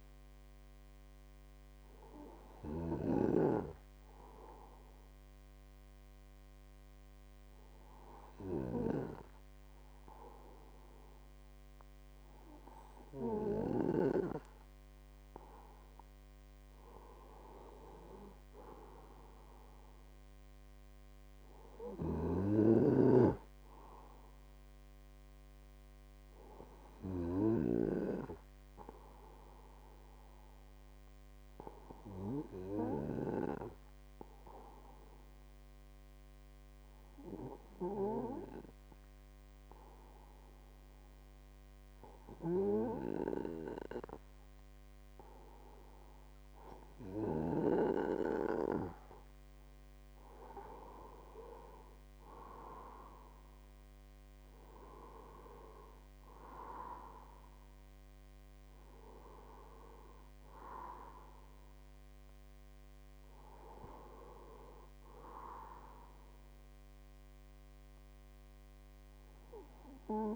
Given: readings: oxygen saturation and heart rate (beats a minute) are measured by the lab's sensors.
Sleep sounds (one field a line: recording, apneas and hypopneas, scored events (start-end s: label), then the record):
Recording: breathing in sleep by a microphone on the trachea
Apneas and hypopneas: 1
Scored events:
34.50-48.00 s: hypopnea (oxygen 98% before, 95% lowest, heart rate 62 before, 51 extreme, up 15 after)
50.50-54.50 s: arousal
From the record:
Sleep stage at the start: N2 (light sleep)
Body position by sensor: on the right side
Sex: male